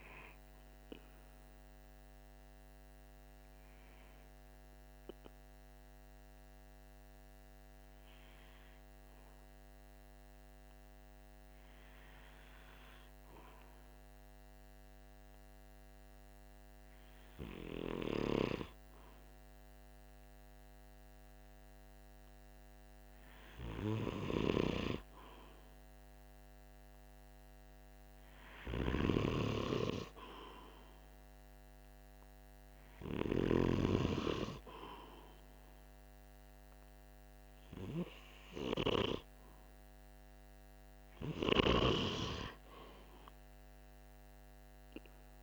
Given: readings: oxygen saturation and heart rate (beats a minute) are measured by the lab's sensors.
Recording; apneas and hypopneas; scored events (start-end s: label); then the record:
breathing in sleep by a microphone on the trachea; 1
0.00-9.50 s: oxygen desaturation (device-marked, oxygen 91% lowest, heart rate 43 extreme)
1.50-22.00 s: obstructive apnea (oxygen 96% before, 91% lowest, heart rate 47 before, 45 extreme, up 0 after)
24.00-27.50 s: arousal
36.50-45.43 s: oxygen desaturation (device-marked, oxygen 98% before, 94% lowest, heart rate 47 before, 43 extreme)
From the record:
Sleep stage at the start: N2 (light sleep); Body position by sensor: on the right side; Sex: male